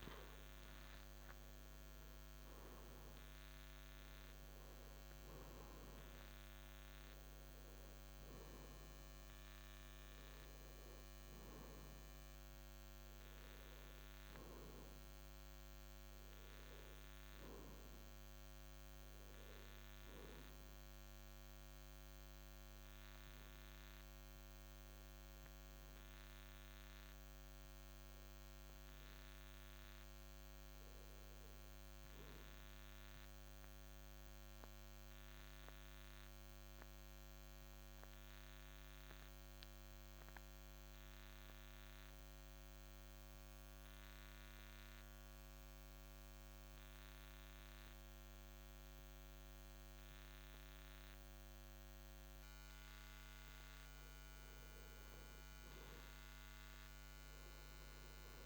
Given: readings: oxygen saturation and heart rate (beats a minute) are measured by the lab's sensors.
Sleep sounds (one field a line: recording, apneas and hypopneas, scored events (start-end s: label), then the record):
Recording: breathing in sleep, hard to hear, by a microphone on the trachea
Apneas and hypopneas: 1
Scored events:
13.00-39.00 s: oxygen desaturation (device-marked, oxygen 92% before, 88% lowest, heart rate 56 before, 52 extreme)
33.50-52.50 s: central apnea (oxygen 92% before, 89% lowest, heart rate 56 before, 52 extreme, up 4 after)
From the record:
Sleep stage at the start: N2 (light sleep)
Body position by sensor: on the back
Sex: male